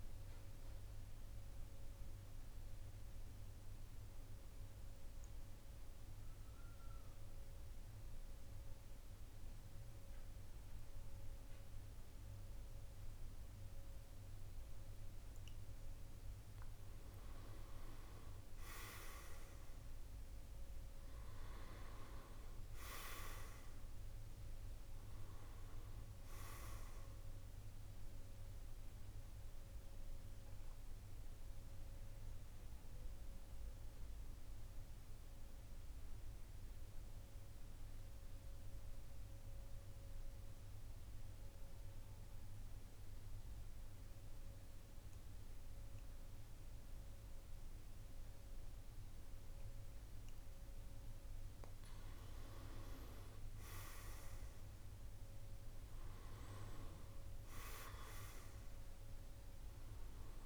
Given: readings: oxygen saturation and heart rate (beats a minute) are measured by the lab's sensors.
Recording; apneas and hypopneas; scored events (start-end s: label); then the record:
breathing in sleep by a room microphone; 2
0.50-15.50 s: obstructive apnea (oxygen 98% before, 92% lowest, heart rate 53 before, 46 extreme, up 7 after)
14.00-41.00 s: oxygen desaturation (device-marked, oxygen 99% before, 92% lowest, heart rate 48 before, 46 extreme)
17.50-21.50 s: arousal
28.00-49.50 s: mixed apnea (oxygen 99% before, 91% lowest, heart rate 53 before, 46 extreme, up 11 after)
51.50-55.50 s: arousal
52.00-60.46 s: oxygen desaturation (device-marked, oxygen 99% before, 92% lowest, heart rate 48 before, 45 extreme)
From the record:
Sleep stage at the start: N2 (light sleep); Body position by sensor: on the back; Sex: male